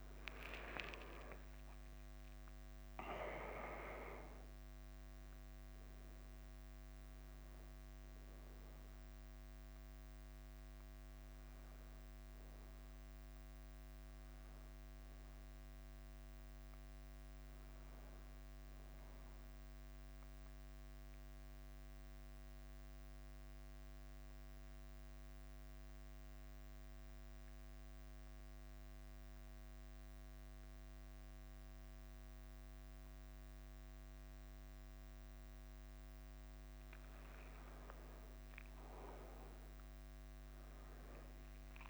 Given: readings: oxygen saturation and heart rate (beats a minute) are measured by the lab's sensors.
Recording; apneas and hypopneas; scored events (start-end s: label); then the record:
breathing in sleep by a microphone on the trachea; 1
0.00-4.50 s: arousal
0.00-19.50 s: oxygen desaturation (device-marked, oxygen 94% lowest, heart rate 50 extreme)
0.00-41.90 s: bradycardia (device-marked, heart rate 41 extreme)
20.50-36.00 s: central apnea (oxygen 97% before, 92% lowest, heart rate 54 before, 49 extreme, up 5 after)
21.50-34.50 s: oxygen desaturation (device-marked, oxygen 95% before, 92% lowest, heart rate 53 before, 50 extreme)
38.50-41.90 s: arousal
From the record:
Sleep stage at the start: N2 (light sleep); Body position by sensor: on the back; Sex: male